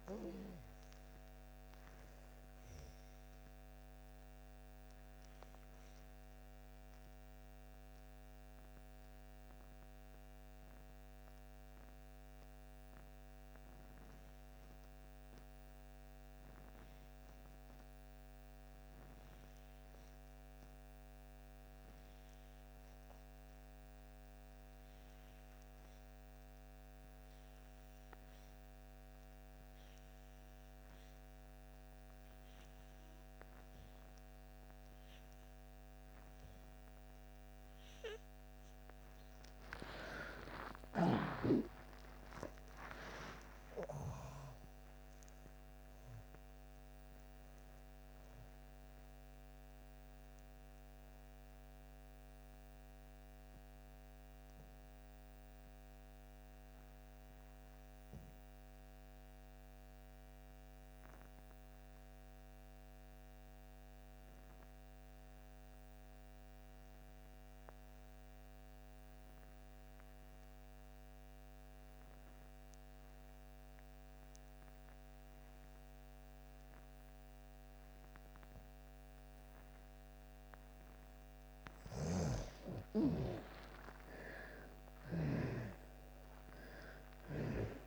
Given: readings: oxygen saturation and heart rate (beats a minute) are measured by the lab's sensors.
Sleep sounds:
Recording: breathing in sleep by a microphone on the trachea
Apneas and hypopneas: 2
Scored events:
0.00-21.50 s: oxygen desaturation (device-marked, oxygen 78% lowest)
4.00-39.50 s: mixed apnea (oxygen 98% before, 77% lowest)
26.50-67.50 s: oxygen desaturation (device-marked, oxygen 98% before, 79% lowest)
40.00-44.50 s: arousal
52.00-79.50 s: obstructive apnea (oxygen 98% before, 75% lowest)
79.50-87.87 s: oxygen desaturation (device-marked, oxygen 98% before, 75% lowest)
81.50-85.00 s: snoring (device-marked)
83.50-87.87 s: arousal
From the record:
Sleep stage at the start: N2 (light sleep)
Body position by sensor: on the back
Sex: female

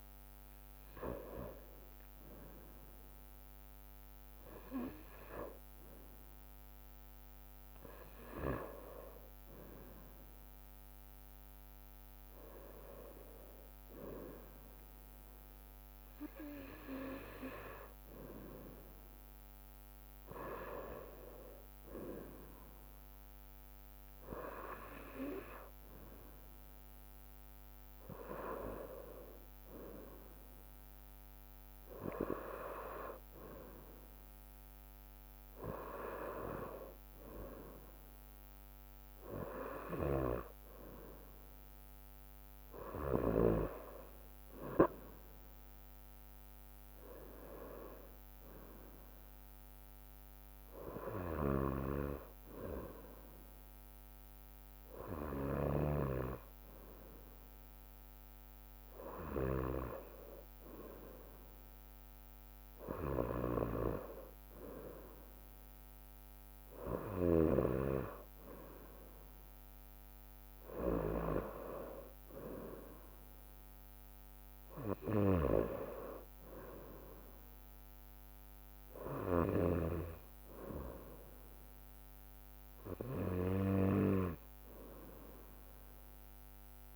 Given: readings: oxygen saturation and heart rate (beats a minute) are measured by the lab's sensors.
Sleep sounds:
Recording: a person partly awake in a sleep study, by a microphone on the trachea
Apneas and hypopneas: none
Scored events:
26.50-56.50 s: new sleep stage, N1 (lightest sleep)
51.50-56.00 s: snoring (device-marked)
56.50-86.96 s: new sleep stage, N2 (light sleep)
67.50-71.50 s: snoring (device-marked)
From the record:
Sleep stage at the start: awake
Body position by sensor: on the right side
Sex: female

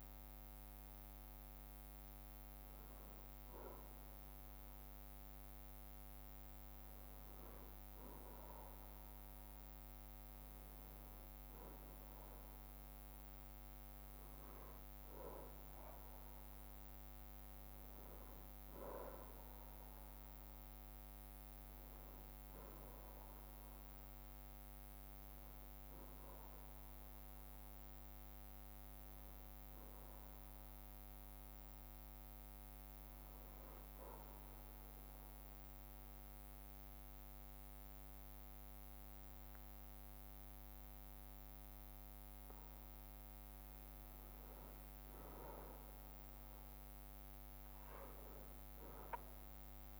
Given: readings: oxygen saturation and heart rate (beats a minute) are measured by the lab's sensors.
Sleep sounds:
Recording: a person partly awake in a sleep study, hard to hear, by a microphone on the trachea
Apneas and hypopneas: 1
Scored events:
9.00-50.00 s: new sleep stage, N1 (lightest sleep)
33.50-43.50 s: central apnea (oxygen 96% before, 94% lowest, heart rate 64 before, 61 extreme, up 4 after)
49.00-50.00 s: arousal
49.00-50.00 s: drop in pulse transit time (device-marked, heart rate 63 before, 62 extreme)
From the record:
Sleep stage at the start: awake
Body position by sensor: on the back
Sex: male

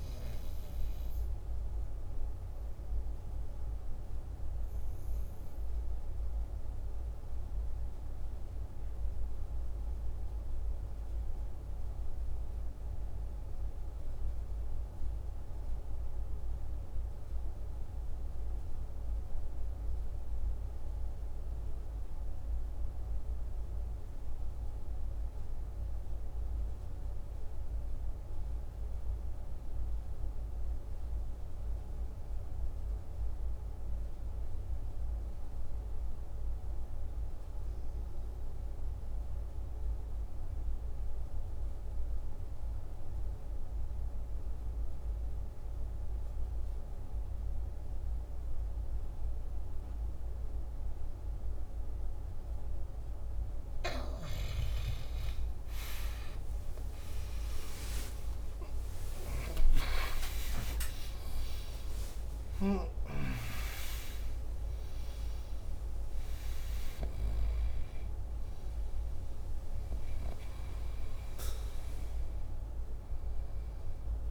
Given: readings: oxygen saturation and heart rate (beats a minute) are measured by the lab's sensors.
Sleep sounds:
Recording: breathing in sleep by a room microphone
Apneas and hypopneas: 1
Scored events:
0.00-14.00 s: oxygen desaturation (device-marked, oxygen 87% lowest, heart rate 46 extreme)
5.50-53.50 s: obstructive apnea (oxygen 97% before, 73% lowest, heart rate 52 before, 47 extreme, up 18 after)
25.00-74.31 s: new sleep stage, REM sleep
29.00-38.00 s: oxygen desaturation (device-marked, oxygen 98% before, 94% lowest, heart rate 48 before, 48 extreme)
45.00-74.31 s: oxygen desaturation (device-marked, oxygen 95% before, 73% lowest, heart rate 51 before, 50 extreme)
56.00-62.00 s: arousal
From the record:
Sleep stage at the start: N2 (light sleep)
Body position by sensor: on the back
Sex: male

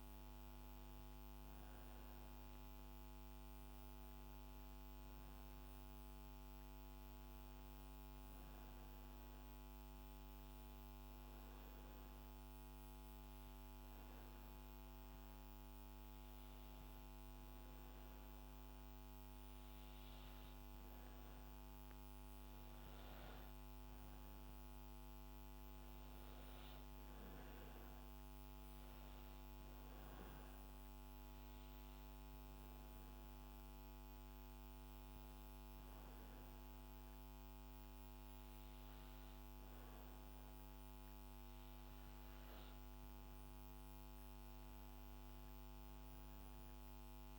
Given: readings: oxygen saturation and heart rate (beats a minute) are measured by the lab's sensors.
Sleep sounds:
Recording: breathing in sleep, hard to hear, by a microphone on the trachea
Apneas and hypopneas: 1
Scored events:
23.50-27.00 s: arousal
29.00-41.00 s: hypopnea (oxygen 97% before, 95% lowest, heart rate 69 before, 66 extreme, up 3 after)
44.50-47.39 s: arousal
From the record:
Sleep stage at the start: N2 (light sleep)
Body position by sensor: on the back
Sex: female

